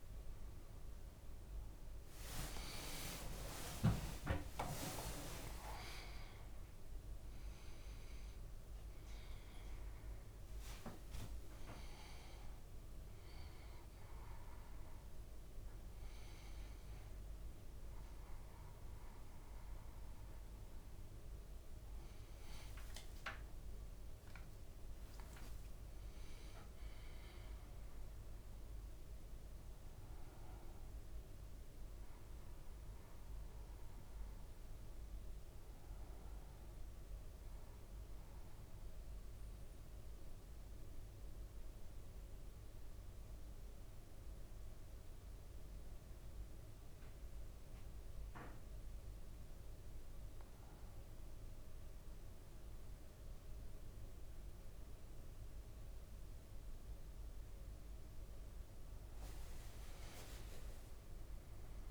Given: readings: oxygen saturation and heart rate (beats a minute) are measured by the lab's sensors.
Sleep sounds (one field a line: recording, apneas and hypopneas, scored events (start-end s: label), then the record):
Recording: breathing in sleep by a room microphone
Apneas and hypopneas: 1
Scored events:
1.00-7.00 s: leg movement (device-marked)
4.00-10.00 s: arousal
10.00-12.50 s: leg movement (device-marked)
12.50-61.91 s: new sleep stage, N2 (light sleep)
21.50-26.50 s: leg movement (device-marked)
39.00-56.50 s: hypopnea (oxygen 99% before, 96% lowest, heart rate 62 before, 55 extreme, up 4 after)
58.50-61.00 s: leg movement (device-marked)
From the record:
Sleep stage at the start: N1 (lightest sleep)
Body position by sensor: on the back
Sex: male